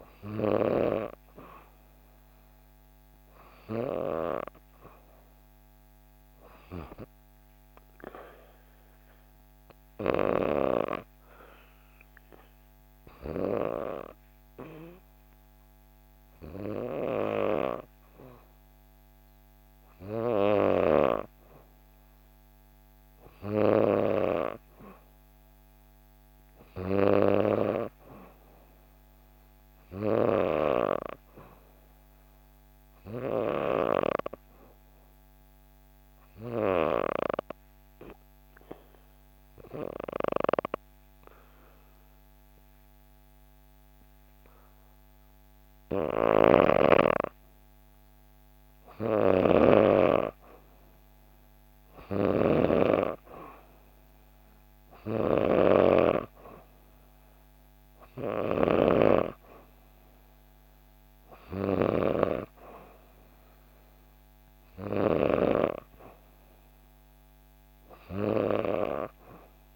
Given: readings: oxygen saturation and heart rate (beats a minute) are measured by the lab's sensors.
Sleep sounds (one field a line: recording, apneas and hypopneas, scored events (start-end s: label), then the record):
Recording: breathing in sleep by a microphone on the trachea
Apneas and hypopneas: 2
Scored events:
0.00-9.50 s: oxygen desaturation (device-marked, oxygen 90% lowest, heart rate 63 extreme)
7.50-21.00 s: hypopnea (oxygen 94% before, 88% lowest, heart rate 66 before, 64 extreme, up 1 after)
23.00-26.50 s: arousal
35.00-47.50 s: obstructive apnea (oxygen 95% before, 88% lowest, heart rate 65 before, 64 extreme, up 0 after)
45.50-49.50 s: snoring (device-marked)
50.00-53.50 s: arousal
50.50-68.50 s: oxygen desaturation (device-marked, oxygen 93% before, 88% lowest, heart rate 65 before, 64 extreme)
51.50-65.00 s: snoring (device-marked)
From the record:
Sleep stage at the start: N2 (light sleep)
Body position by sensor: on the back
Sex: female